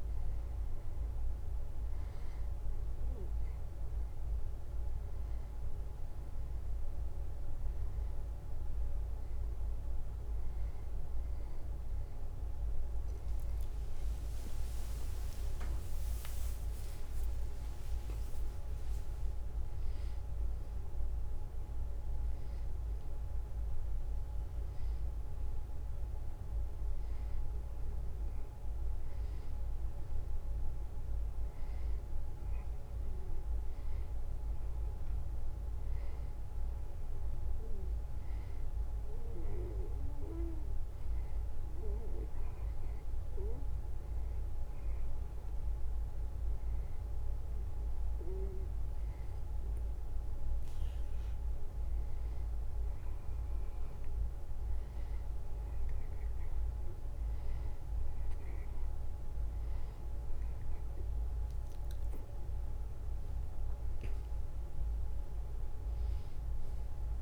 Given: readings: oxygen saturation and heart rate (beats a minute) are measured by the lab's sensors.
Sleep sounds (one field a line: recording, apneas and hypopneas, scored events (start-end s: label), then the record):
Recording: breathing in sleep, hard to hear, by a room microphone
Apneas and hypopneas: 1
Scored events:
15.00-19.50 s: arousal
41.50-53.00 s: hypopnea (oxygen 94% before, 92% lowest, heart rate 79 before, 74 extreme, up 2 after)
61.50-65.50 s: arousal
From the record:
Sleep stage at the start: N2 (light sleep)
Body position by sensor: on the right side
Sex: male